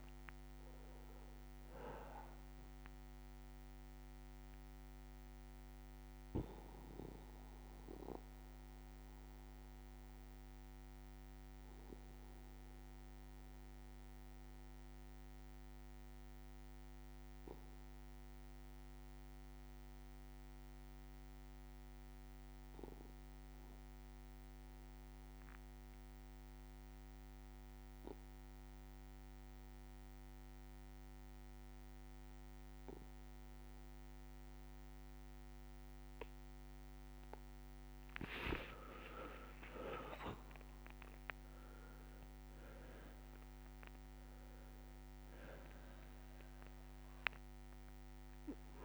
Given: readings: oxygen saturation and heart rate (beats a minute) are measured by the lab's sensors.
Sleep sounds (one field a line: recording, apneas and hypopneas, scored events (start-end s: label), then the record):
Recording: breathing in sleep by a microphone on the trachea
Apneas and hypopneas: 1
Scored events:
0.00-21.00 s: oxygen desaturation (device-marked, oxygen 90% lowest, heart rate 56 extreme)
7.00-20.00 s: bradycardia (device-marked, heart rate 67 before, 56 extreme)
10.00-36.00 s: obstructive apnea (oxygen 99% before, 90% lowest, heart rate 63 before, 56 extreme, up 13 after)
35.00-48.85 s: oxygen desaturation (device-marked, oxygen 99% before, 90% lowest, heart rate 59 before, 59 extreme)
38.50-40.50 s: long interval between heartbeats (device-marked, heart rate 60 before, 71 extreme)
38.50-43.50 s: arousal
46.00-48.00 s: long interval between heartbeats (device-marked, heart rate 66 before, 74 extreme)
From the record:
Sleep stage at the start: N2 (light sleep)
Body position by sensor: on the back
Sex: male